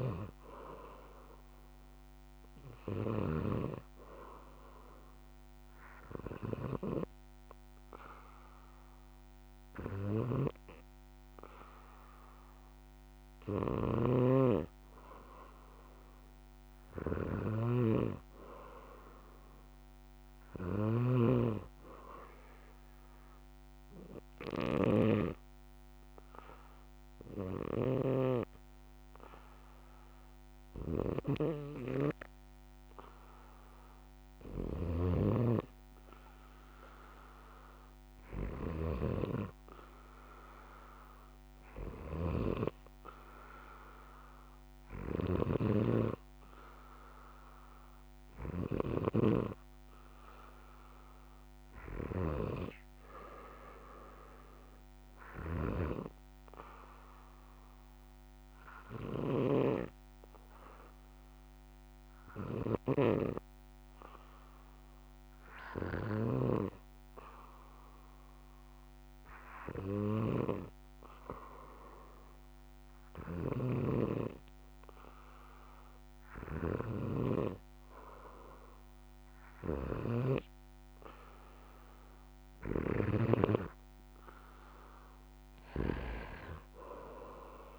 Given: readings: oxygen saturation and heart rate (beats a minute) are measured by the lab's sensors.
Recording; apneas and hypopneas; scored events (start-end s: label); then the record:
breathing in sleep by a microphone on the trachea; 2
0.00-4.00 s: snoring (device-marked)
5.00-17.00 s: hypopnea (oxygen 96% before, 94% lowest, heart rate 67 before, 62 extreme, up 6 after)
10.00-35.50 s: snoring (device-marked)
19.00-22.50 s: arousal
42.00-83.50 s: snoring (device-marked)
59.00-77.50 s: hypopnea (oxygen 96% before, 94% lowest, heart rate 66 before, 60 extreme, up 6 after)
81.00-84.50 s: arousal
From the record:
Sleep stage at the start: N2 (light sleep); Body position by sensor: on the back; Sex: male